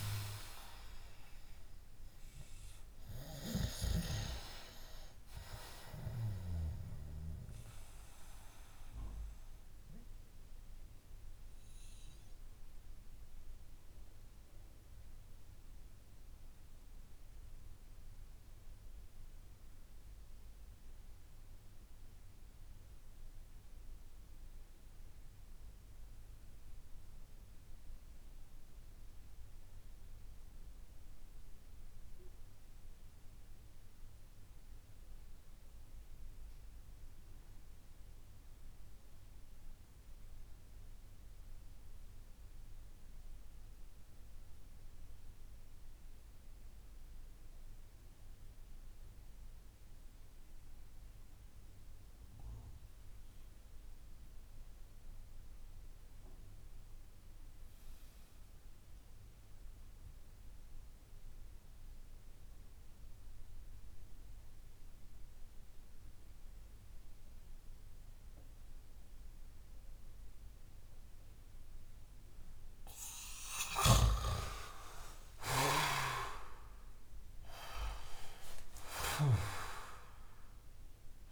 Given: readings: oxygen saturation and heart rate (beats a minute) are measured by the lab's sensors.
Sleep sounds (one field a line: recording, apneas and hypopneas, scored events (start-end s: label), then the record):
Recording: breathing in sleep by a room microphone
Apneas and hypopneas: 1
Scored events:
0.00-30.50 s: oxygen desaturation (device-marked, oxygen 87% lowest)
9.00-72.00 s: mixed apnea (oxygen 97% before, 84% lowest)
73.00-77.50 s: arousal
73.00-79.00 s: snoring (device-marked)
77.50-81.32 s: oxygen desaturation (device-marked, oxygen 95% before, 84% lowest)
From the record:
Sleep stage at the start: N2 (light sleep)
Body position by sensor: on the back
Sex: male